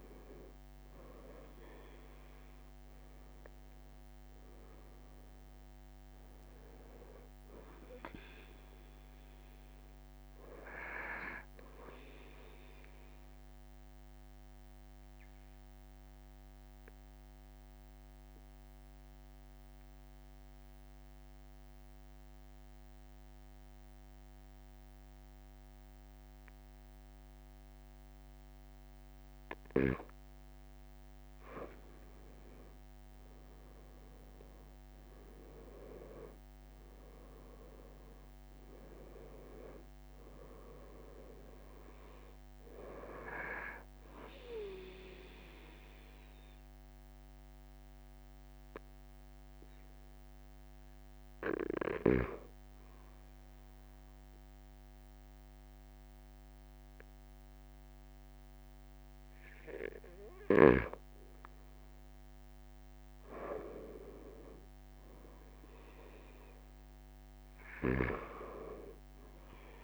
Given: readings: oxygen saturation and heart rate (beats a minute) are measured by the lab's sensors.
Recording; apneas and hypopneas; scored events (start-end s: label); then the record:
breathing in sleep by a microphone on the trachea; 2
0.00-1.50 s: long interval between heartbeats (device-marked, heart rate 39 extreme)
0.50-5.00 s: arousal
13.00-29.50 s: obstructive apnea (oxygen 96% before, 93% lowest, heart rate 43 before, 33 extreme, up 5 after)
22.00-69.84 s: new sleep stage, N2 (light sleep)
32.00-37.50 s: arousal
34.50-36.50 s: long interval between heartbeats (device-marked, heart rate 46 before, 50 extreme)
38.50-40.50 s: long interval between heartbeats (device-marked, heart rate 46 before, 41 extreme)
44.50-46.50 s: long interval between heartbeats (device-marked, heart rate 43 before, 39 extreme)
45.50-60.50 s: obstructive apnea (oxygen 96% before, 93% lowest, heart rate 43 before, 43 extreme, up 2 after)
64.00-69.00 s: arousal
67.50-69.84 s: snoring (device-marked)
From the record:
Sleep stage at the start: REM sleep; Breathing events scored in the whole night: 240 in 4.3 hours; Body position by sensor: on the right side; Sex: male